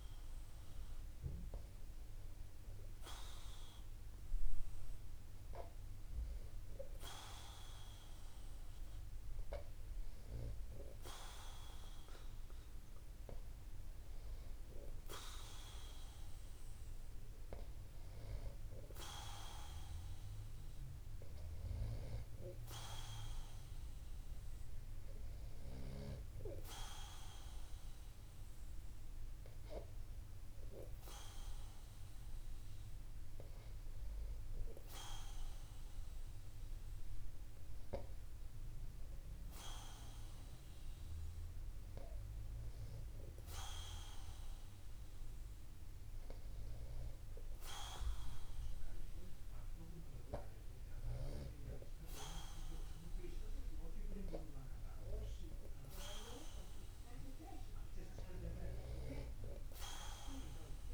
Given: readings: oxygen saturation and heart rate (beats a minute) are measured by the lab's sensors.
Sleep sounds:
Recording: breathing in sleep by a room microphone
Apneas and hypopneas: none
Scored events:
6.50-8.50 s: long interval between heartbeats (device-marked)
10.00-12.00 s: long interval between heartbeats (device-marked)
21.50-23.50 s: long interval between heartbeats (device-marked)
43.00-45.00 s: long interval between heartbeats (device-marked)
46.50-48.50 s: long interval between heartbeats (device-marked)
51.50-53.50 s: long interval between heartbeats (device-marked)
59.50-60.93 s: long interval between heartbeats (device-marked)
From the record:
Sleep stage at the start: N2 (light sleep)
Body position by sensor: upright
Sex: male

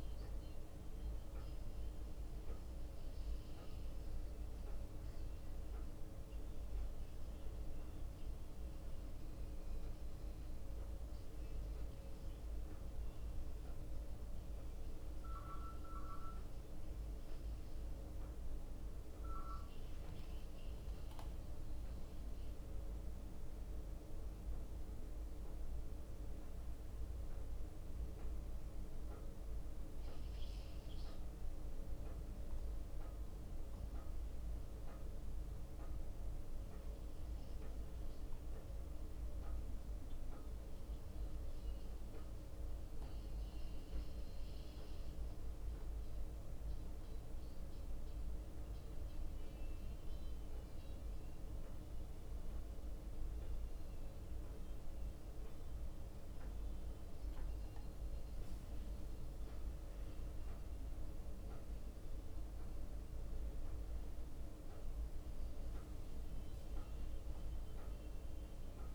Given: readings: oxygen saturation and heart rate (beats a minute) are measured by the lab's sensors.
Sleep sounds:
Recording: a person awake in a sleep study, hard to hear, by a room microphone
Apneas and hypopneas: none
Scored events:
0.00-1.50 s: bradycardia (device-marked, heart rate 59 extreme)
0.00-3.50 s: leg movement (device-marked)
2.50-5.50 s: bradycardia (device-marked, heart rate 60 before, 59 extreme)
6.50-32.50 s: bradycardia (device-marked, heart rate 60 before, 58 extreme)
25.50-31.50 s: leg movement (device-marked)
33.00-41.50 s: leg movement (device-marked)
39.50-45.50 s: bradycardia (device-marked, heart rate 60 before, 59 extreme)
44.00-51.00 s: leg movement (device-marked)
53.00-61.00 s: leg movement (device-marked)
55.50-57.50 s: bradycardia (device-marked, heart rate 60 before, 59 extreme)
62.00-68.95 s: leg movement (device-marked)
From the record:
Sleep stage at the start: awake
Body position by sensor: on the back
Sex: male

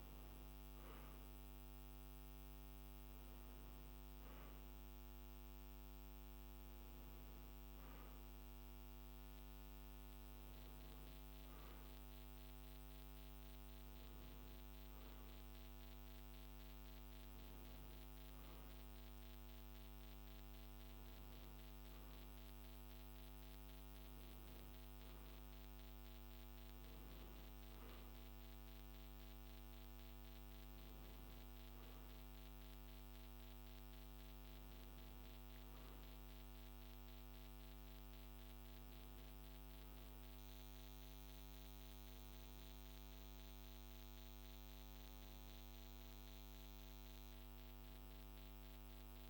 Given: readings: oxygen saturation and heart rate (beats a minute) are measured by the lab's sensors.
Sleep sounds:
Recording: a person awake in a sleep study, hard to hear, by a microphone on the trachea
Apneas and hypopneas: none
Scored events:
none scored
From the record:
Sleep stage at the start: awake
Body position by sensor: on the right side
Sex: male

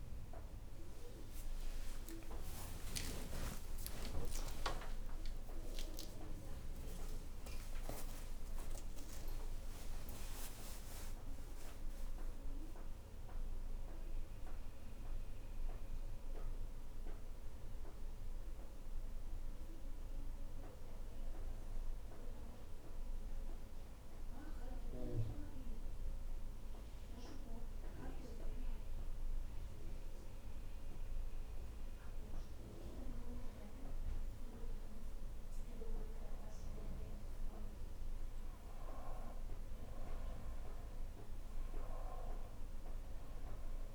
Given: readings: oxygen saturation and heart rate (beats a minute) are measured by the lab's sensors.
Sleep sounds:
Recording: a person awake in a sleep study, by a room microphone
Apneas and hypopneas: none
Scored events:
24.00-43.95 s: new sleep stage, N2 (light sleep)
From the record:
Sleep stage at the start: awake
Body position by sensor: on the front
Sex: female

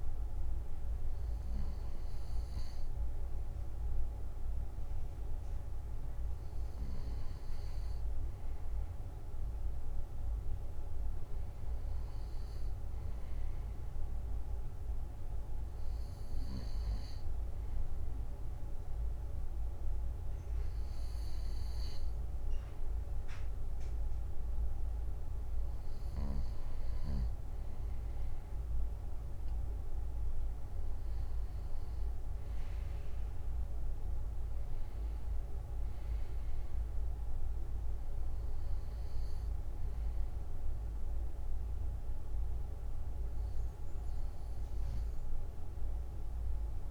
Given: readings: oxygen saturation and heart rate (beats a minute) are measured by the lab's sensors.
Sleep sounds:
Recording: breathing in sleep, hard to hear, by a room microphone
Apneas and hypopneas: none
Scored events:
none scored
From the record:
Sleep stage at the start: N2 (light sleep)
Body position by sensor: on the back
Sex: male

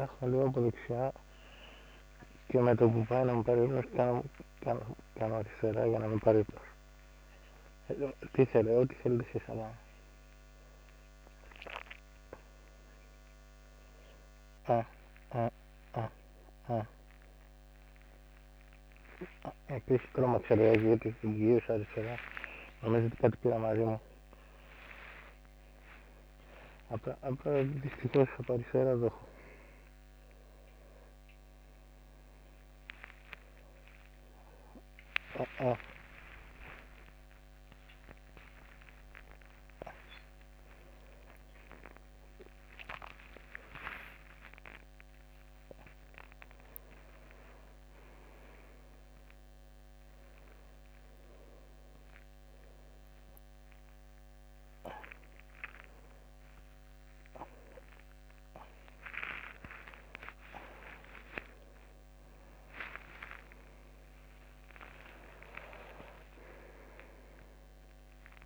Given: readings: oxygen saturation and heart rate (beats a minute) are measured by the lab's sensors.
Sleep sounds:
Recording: a person awake in a sleep study, by a microphone on the trachea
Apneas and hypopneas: none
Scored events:
0.00-8.50 s: snoring (device-marked)
31.00-43.00 s: oxygen desaturation (device-marked, oxygen 98% before, 94% lowest, heart rate 96 before, 89 extreme)
From the record:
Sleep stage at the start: awake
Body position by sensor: on the back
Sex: male

